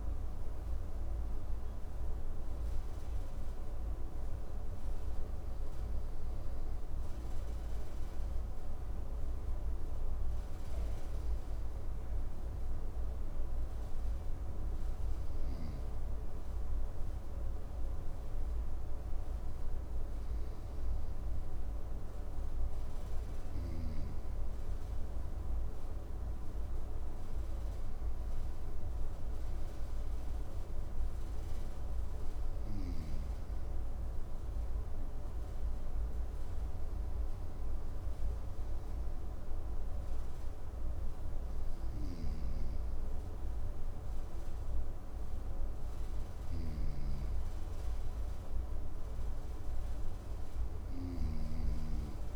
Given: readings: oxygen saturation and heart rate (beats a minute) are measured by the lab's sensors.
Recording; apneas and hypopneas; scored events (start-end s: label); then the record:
breathing in sleep, hard to hear, by a room microphone; none
none scored
From the record:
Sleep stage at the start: N2 (light sleep); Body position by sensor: on the right side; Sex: male